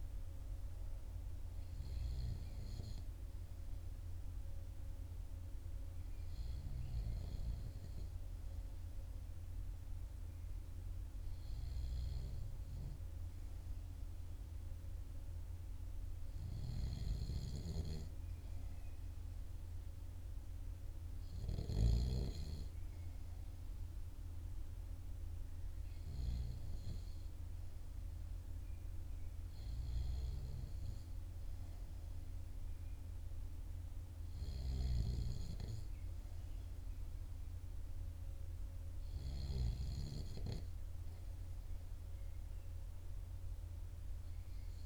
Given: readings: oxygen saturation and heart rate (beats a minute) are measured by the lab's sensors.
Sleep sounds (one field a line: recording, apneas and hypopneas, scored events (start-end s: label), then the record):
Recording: breathing in sleep by a room microphone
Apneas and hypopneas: none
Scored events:
none scored
From the record:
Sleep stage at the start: REM sleep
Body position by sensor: on the back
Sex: male